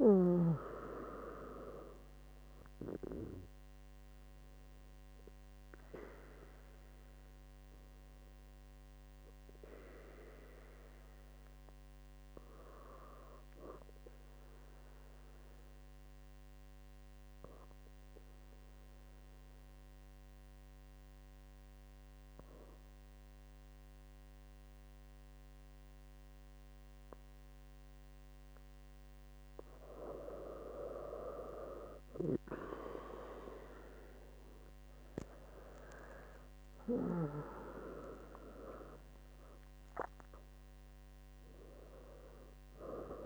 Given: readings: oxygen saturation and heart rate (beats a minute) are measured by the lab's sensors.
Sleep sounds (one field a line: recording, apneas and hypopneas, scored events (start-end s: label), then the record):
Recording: breathing in sleep by a microphone on the trachea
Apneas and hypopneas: 1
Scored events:
0.00-1.00 s: arousal
13.00-29.50 s: obstructive apnea (oxygen 98% before, 97% lowest, heart rate 70 before, 65 extreme, up 15 after)
32.00-36.00 s: arousal
From the record:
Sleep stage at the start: N2 (light sleep)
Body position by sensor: on the back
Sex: female